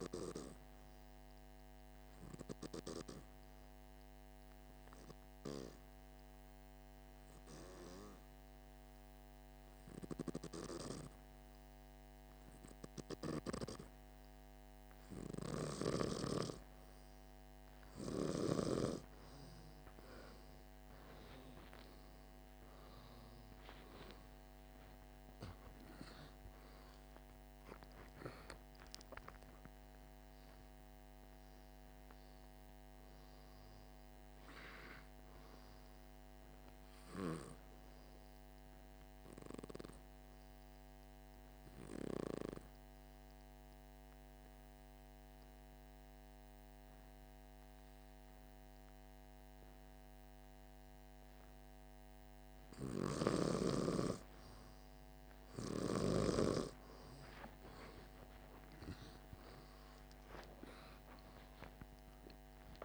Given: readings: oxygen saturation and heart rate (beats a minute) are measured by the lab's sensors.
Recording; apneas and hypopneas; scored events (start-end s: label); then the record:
breathing in sleep by a microphone on the trachea; 2
0.50-14.50 s: hypopnea (oxygen 99% before, 93% lowest, heart rate 53 before, 48 extreme, up 1 after)
23.50-28.50 s: arousal
28.50-40.50 s: oxygen desaturation (device-marked, oxygen 98% before, 93% lowest, heart rate 49 before, 49 extreme)
43.00-53.00 s: obstructive apnea (oxygen 98% before, 95% lowest, heart rate 52 before, 49 extreme, up 11 after)
56.50-61.00 s: arousal
From the record:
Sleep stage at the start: N2 (light sleep); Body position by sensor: on the back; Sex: male